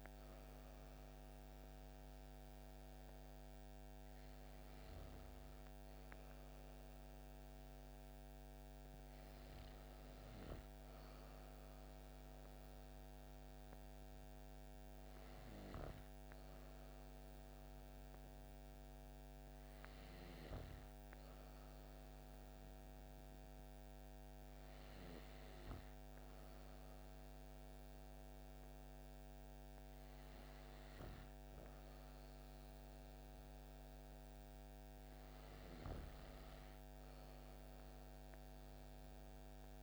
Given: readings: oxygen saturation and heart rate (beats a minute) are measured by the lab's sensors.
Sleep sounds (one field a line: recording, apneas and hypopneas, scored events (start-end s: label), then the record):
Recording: breathing in sleep, hard to hear, by a microphone on the trachea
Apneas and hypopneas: none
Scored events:
none scored
From the record:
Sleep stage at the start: N2 (light sleep)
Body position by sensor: on the back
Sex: female